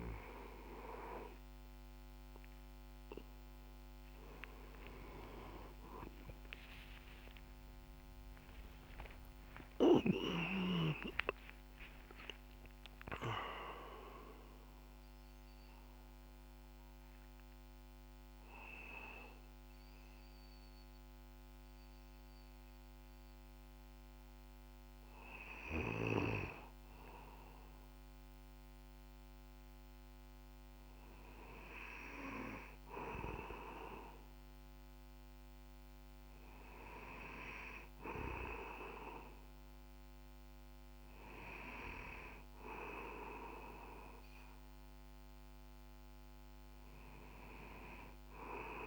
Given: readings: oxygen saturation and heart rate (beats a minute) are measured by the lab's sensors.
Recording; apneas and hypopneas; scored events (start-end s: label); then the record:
breathing in sleep by a microphone on the trachea; none
4.00-10.00 s: arousal
36.00-48.00 s: oxygen desaturation (device-marked, oxygen 99% before, 95% lowest, heart rate 67 before, 58 extreme)
From the record:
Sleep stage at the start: N1 (lightest sleep); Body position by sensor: on the back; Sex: male